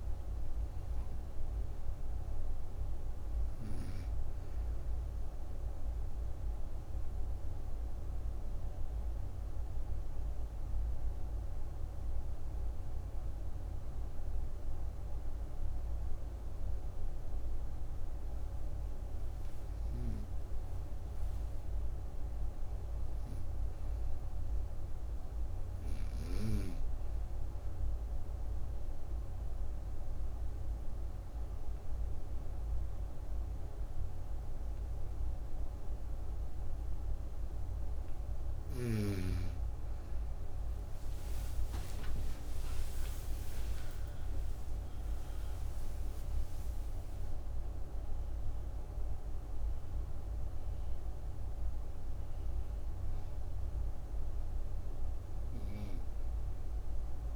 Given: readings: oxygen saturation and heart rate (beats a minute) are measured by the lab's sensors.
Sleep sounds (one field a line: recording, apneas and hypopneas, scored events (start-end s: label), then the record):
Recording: breathing in sleep, hard to hear, by a room microphone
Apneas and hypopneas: 2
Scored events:
4.50-16.00 s: obstructive apnea (oxygen 96% before, 93% lowest)
17.50-20.00 s: arousal
28.00-38.00 s: obstructive apnea (oxygen 98% before, 93% lowest)
41.00-45.50 s: arousal
From the record:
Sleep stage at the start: N2 (light sleep)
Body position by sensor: on the right side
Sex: female